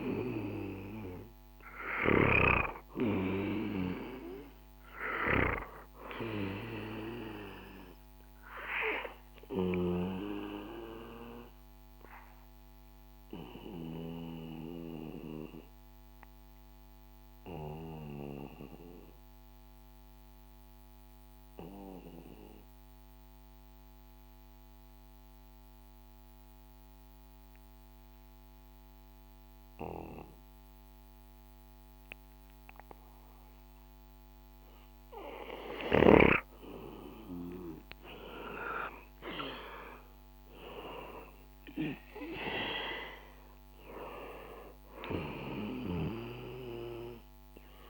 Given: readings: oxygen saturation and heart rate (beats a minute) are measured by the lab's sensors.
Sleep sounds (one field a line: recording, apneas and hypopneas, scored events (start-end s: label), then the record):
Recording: breathing in sleep by a microphone on the trachea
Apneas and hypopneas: 1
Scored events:
0.00-2.00 s: snoring (device-marked)
0.00-4.00 s: arousal
4.50-25.50 s: oxygen desaturation (device-marked, oxygen 97% before, 91% lowest, heart rate 63 before, 59 extreme)
10.50-33.00 s: obstructive apnea (oxygen 98% before, 91% lowest, heart rate 65 before, 59 extreme, up 5 after)
35.50-40.50 s: arousal
38.50-47.90 s: oxygen desaturation (device-marked, oxygen 97% before, 91% lowest, heart rate 62 before, 61 extreme)
From the record:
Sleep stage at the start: N2 (light sleep)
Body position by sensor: on the back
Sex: male